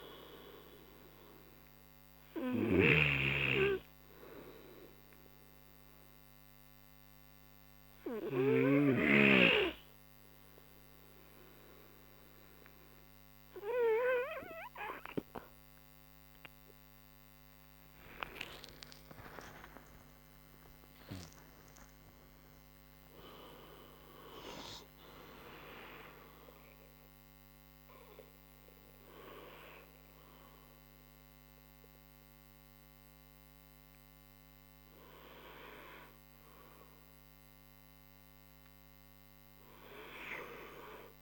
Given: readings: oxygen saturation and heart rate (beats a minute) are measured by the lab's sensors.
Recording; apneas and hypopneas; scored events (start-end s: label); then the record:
breathing in sleep by a microphone on the trachea; 1
6.00-18.00 s: hypopnea (oxygen 98% before, 93% lowest)
10.00-21.00 s: oxygen desaturation (device-marked, oxygen 96% before, 93% lowest)
19.00-24.00 s: arousal
From the record:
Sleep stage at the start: N2 (light sleep); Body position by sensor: on the right side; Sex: male